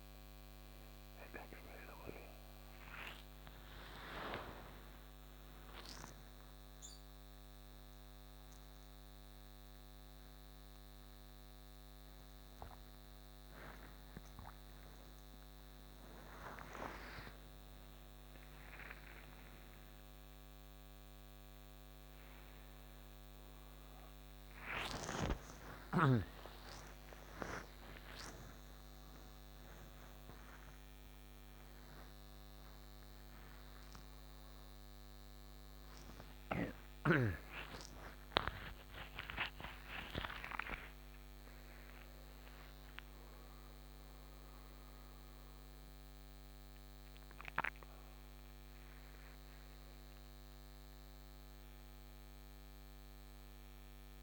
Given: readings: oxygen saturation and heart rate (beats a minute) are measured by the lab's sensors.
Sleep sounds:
a person awake in a sleep study, by a microphone on the trachea; none
none scored
From the record:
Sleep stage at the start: awake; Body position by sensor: on the right side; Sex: male

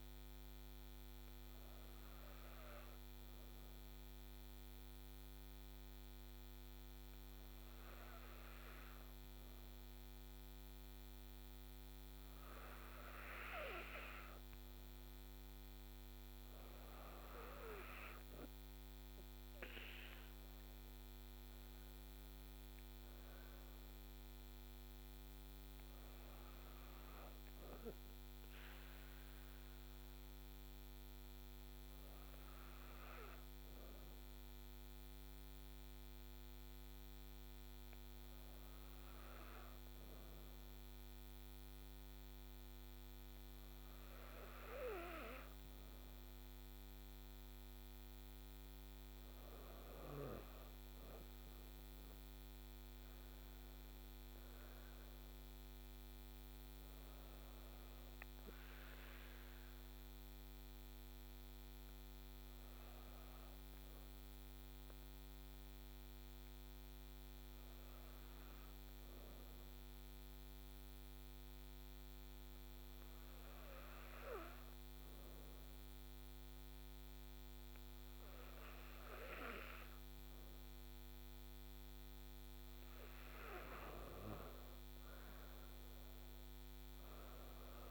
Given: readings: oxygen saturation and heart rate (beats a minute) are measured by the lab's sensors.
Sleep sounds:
breathing in sleep by a microphone on the trachea; 3
0.50-13.00 s: hypopnea (oxygen 98% before, 95% lowest, heart rate 55 before, 51 extreme, up 5 after)
16.00-20.00 s: arousal
31.00-46.00 s: mixed apnea (oxygen 98% before, 94% lowest, heart rate 55 before, 51 extreme, up 5 after)
50.00-54.00 s: arousal
64.00-81.00 s: hypopnea (oxygen 97% before, 94% lowest, heart rate 54 before, 52 extreme, up 6 after)
From the record:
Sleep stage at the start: N2 (light sleep); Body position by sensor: on the back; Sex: female

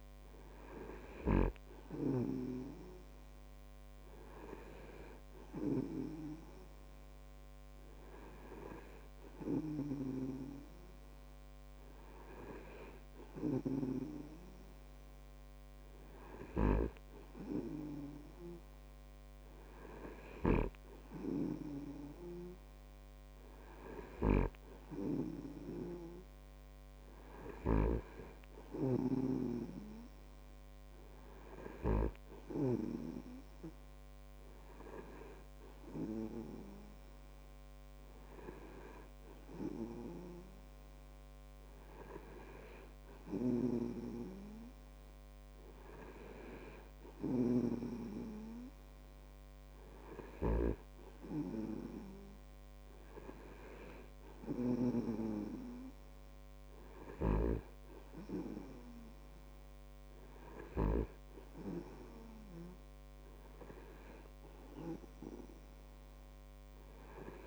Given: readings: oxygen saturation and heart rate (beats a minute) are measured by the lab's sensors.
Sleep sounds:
breathing in sleep by a microphone on the trachea; none
57.50-61.50 s: snoring (device-marked)
From the record:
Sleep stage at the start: N2 (light sleep); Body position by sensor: on the back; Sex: male

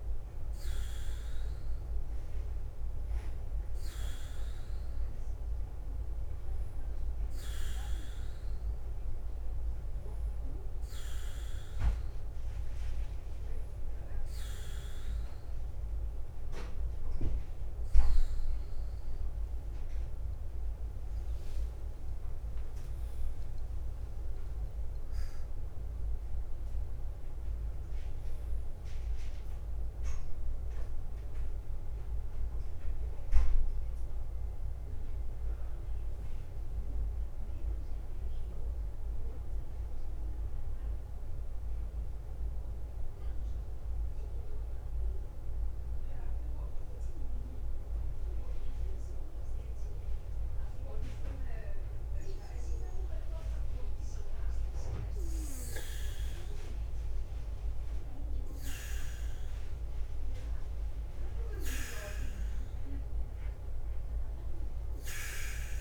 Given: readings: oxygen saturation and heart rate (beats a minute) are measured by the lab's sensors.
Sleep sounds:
breathing in sleep by a room microphone; 1
0.00-65.81 s: bradycardia (device-marked, heart rate 44 extreme)
22.00-26.50 s: arousal
30.50-65.81 s: new sleep stage, N2 (light sleep)
40.50-51.00 s: obstructive apnea (oxygen 94% before, 93% lowest, heart rate 54 before, 49 extreme, up 7 after)
61.00-65.00 s: arousal
From the record:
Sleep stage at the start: N3 (deep sleep); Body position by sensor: on the back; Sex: male

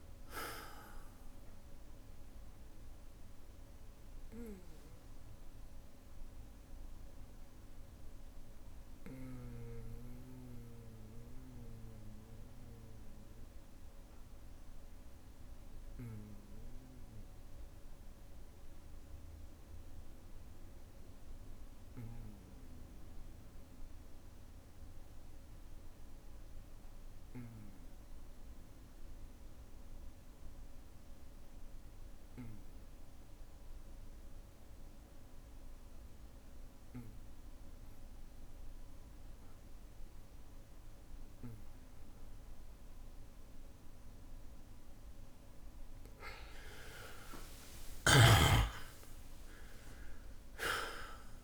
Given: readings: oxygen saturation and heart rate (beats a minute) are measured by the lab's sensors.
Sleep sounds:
breathing in sleep by a room microphone; 1
0.00-23.00 s: oxygen desaturation (device-marked, oxygen 88% lowest, heart rate 55 extreme)
4.00-45.00 s: obstructive apnea (oxygen 99% before, 86% lowest, heart rate 60 before, 55 extreme, up 16 after)
5.00-44.00 s: bradycardia (device-marked, heart rate 59 before, 55 extreme)
36.00-51.44 s: oxygen desaturation (device-marked, oxygen 99% before, 86% lowest, heart rate 57 before, 56 extreme)
46.00-51.00 s: arousal
47.00-49.00 s: long interval between heartbeats (device-marked, heart rate 58 before, 67 extreme)
51.00-51.44 s: new sleep stage, N1 (lightest sleep)
From the record:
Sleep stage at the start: N2 (light sleep); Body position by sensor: on the back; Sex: male

